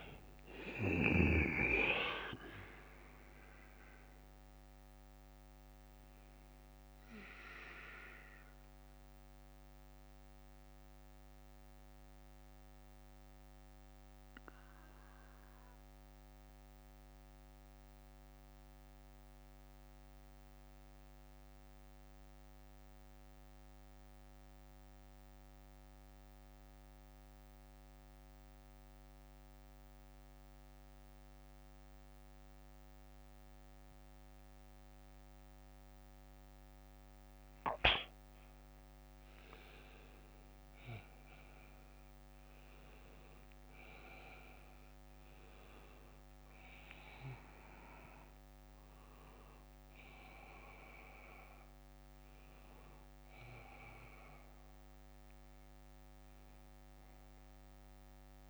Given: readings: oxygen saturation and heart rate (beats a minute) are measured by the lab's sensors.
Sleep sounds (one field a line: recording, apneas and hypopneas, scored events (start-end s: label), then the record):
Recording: a person partly awake in a sleep study, by a microphone on the trachea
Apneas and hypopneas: 1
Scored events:
4.50-58.50 s: new sleep stage, N2 (light sleep)
7.50-35.50 s: bradycardia (device-marked, heart rate 61 before, 46 extreme)
11.50-39.50 s: mixed apnea (oxygen 97% before, 93% lowest, heart rate 66 before, 50 extreme, up 19 after)
42.50-48.00 s: arousal
54.50-58.50 s: bradycardia (device-marked, heart rate 61 before, 51 extreme)
55.50-58.50 s: oxygen desaturation (device-marked, oxygen 97% before, 93% lowest, heart rate 65 before, 54 extreme)
From the record:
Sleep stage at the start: awake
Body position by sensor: on the back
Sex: male